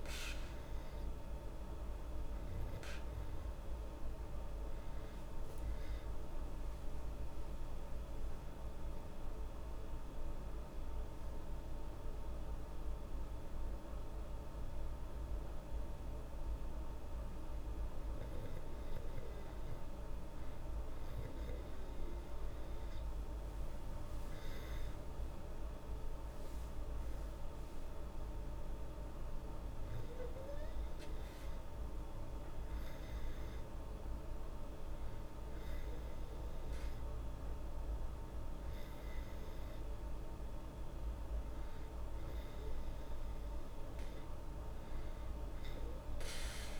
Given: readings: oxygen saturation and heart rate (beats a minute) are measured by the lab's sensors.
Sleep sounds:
breathing in sleep, hard to hear, by a room microphone; none
6.00-9.50 s: arousal
From the record:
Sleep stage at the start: N2 (light sleep); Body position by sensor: on the back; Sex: female

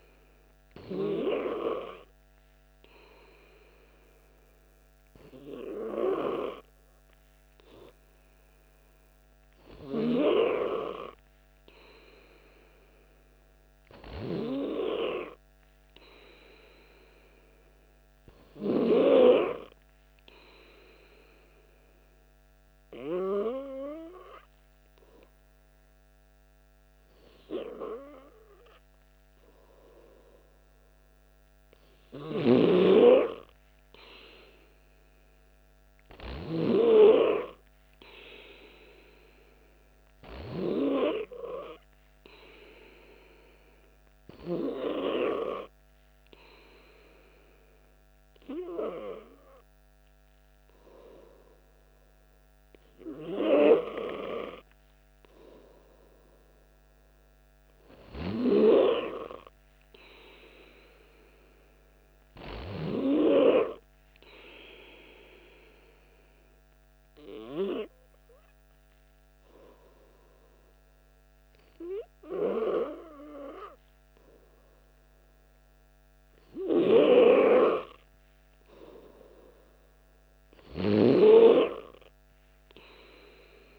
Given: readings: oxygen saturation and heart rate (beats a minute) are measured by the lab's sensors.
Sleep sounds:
breathing in sleep by a microphone on the trachea; 3
20.00-31.00 s: obstructive apnea (oxygen 96% before, 95% lowest, heart rate 60 before, 59 extreme, up 1 after)
33.50-36.00 s: arousal
45.50-56.50 s: obstructive apnea (oxygen 96% before, 95% lowest, heart rate 60 before, 58 extreme, up 0 after)
59.00-62.00 s: arousal
66.00-77.00 s: obstructive apnea (oxygen 97% before, 95% lowest, heart rate 60 before, 58 extreme, up 0 after)
79.00-82.50 s: arousal
From the record:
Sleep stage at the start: N2 (light sleep); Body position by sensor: on the back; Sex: male

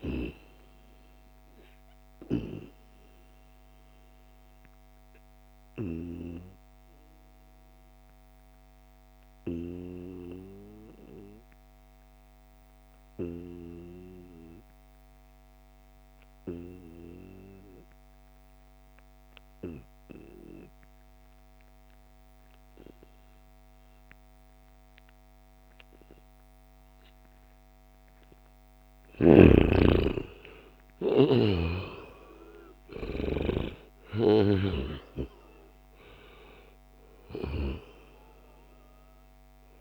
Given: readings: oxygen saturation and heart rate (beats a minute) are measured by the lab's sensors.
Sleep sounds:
breathing in sleep by a microphone on the trachea; 1
0.50-27.50 s: obstructive apnea (oxygen 96% before, 87% lowest, heart rate 74 before, 67 extreme, up 8 after)
25.00-39.81 s: oxygen desaturation (device-marked, oxygen 95% before, 87% lowest, heart rate 73 before, 66 extreme)
28.50-33.00 s: snoring (device-marked)
29.00-33.00 s: arousal
From the record:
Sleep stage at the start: N2 (light sleep); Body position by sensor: on the back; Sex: male

